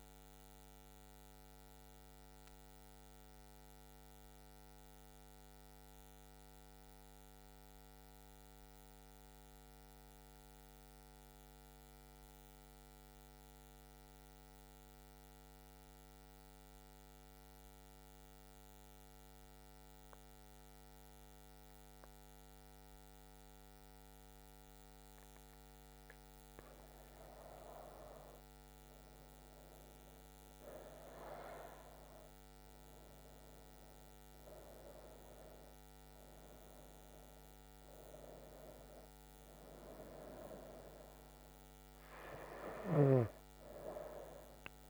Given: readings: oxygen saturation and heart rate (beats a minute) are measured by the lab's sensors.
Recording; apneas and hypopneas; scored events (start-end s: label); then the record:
breathing in sleep by a microphone on the trachea; 1
2.50-25.50 s: mixed apnea (oxygen 99% before, 92% lowest, heart rate 80 before, 65 extreme, up 5 after)
21.00-44.90 s: oxygen desaturation (device-marked, oxygen 98% before, 92% lowest, heart rate 68 before, 63 extreme)
28.00-30.50 s: arousal
From the record:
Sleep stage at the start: N2 (light sleep); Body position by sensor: on the right side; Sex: female